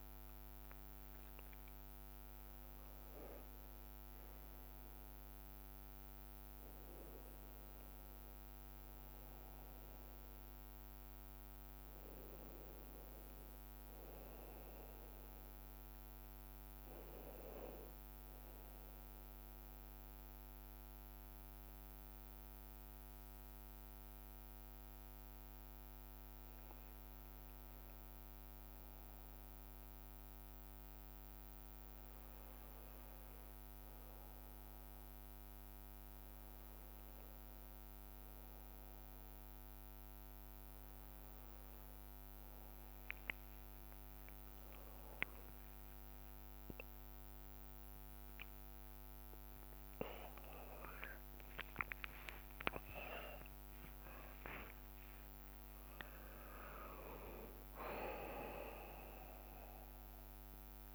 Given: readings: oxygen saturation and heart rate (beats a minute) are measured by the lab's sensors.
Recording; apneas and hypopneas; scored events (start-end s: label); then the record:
a person partly awake in a sleep study, by a microphone on the trachea; 1
13.50-17.00 s: arousal
19.50-33.00 s: hypopnea (oxygen 94% before, 92% lowest)
31.50-33.50 s: long interval between heartbeats (device-marked)
42.50-60.94 s: new sleep stage, awake
48.50-57.50 s: bradycardia (device-marked)
From the record:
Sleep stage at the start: N1 (lightest sleep); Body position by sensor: on the right side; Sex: male